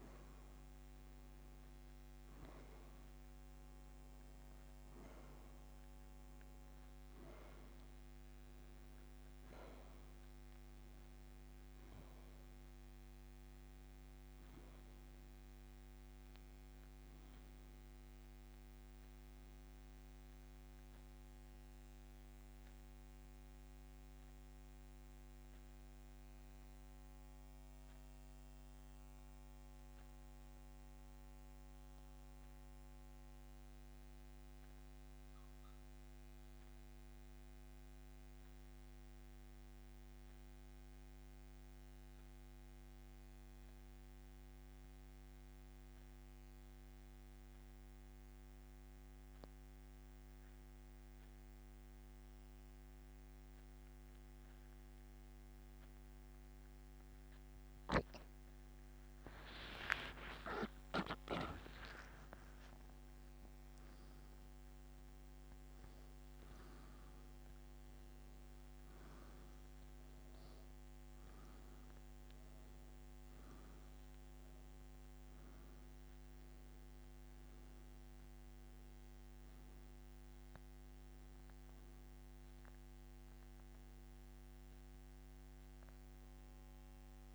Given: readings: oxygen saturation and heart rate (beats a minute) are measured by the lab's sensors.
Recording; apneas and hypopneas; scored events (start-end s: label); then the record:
breathing in sleep, hard to hear, by a microphone on the trachea; 1
23.00-56.00 s: mixed apnea (oxygen 98% before, 84% lowest, heart rate 87 before, 71 extreme, up 24 after)
26.00-54.00 s: oxygen desaturation (device-marked, oxygen 95% before, 87% lowest, heart rate 87 before, 71 extreme)
59.50-63.50 s: arousal
69.00-82.00 s: oxygen desaturation (device-marked, oxygen 97% before, 93% lowest, heart rate 84 before, 69 extreme)
84.50-87.35 s: arousal
From the record:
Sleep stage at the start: N2 (light sleep); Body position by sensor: on the back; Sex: male